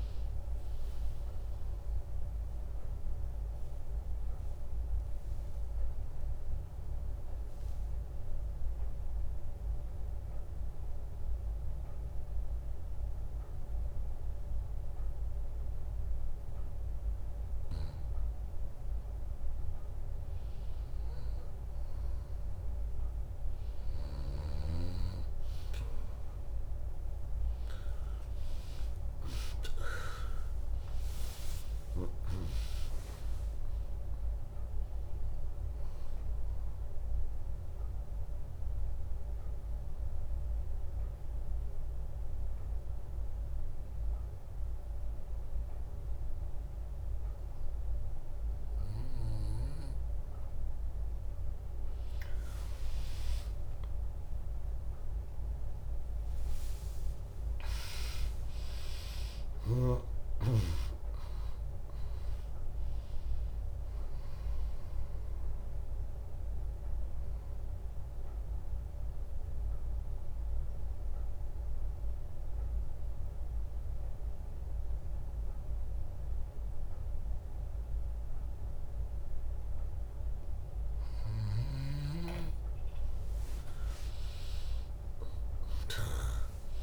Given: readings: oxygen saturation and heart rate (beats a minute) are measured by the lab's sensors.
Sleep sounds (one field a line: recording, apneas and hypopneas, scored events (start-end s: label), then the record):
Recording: breathing in sleep by a room microphone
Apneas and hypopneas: 3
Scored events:
0.00-5.50 s: drop in pulse transit time (device-marked, heart rate 61 extreme)
2.00-17.00 s: mixed apnea (oxygen 100% before, 96% lowest, heart rate 65 before, 59 extreme, up 3 after)
27.50-32.00 s: arousal
31.50-44.50 s: drop in pulse transit time (device-marked, heart rate 63 before, 71 extreme)
36.00-51.00 s: obstructive apnea (oxygen 100% before, 96% lowest, heart rate 66 before, 56 extreme, up 2 after)
48.50-52.50 s: bradycardia (device-marked, heart rate 76 before, 58 extreme)
52.50-57.00 s: arousal
56.50-68.50 s: drop in pulse transit time (device-marked, heart rate 74 before, 61 extreme)
57.50-77.50 s: oxygen desaturation (device-marked, oxygen 99% before, 96% lowest, heart rate 72 before, 61 extreme)
66.50-81.00 s: obstructive apnea (oxygen 99% before, 96% lowest, heart rate 69 before, 63 extreme, up 8 after)
81.50-86.00 s: snoring (device-marked)
83.50-85.50 s: long interval between heartbeats (device-marked, heart rate 68 before, 69 extreme)
84.00-86.83 s: arousal
From the record:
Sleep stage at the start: N2 (light sleep)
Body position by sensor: on the back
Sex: female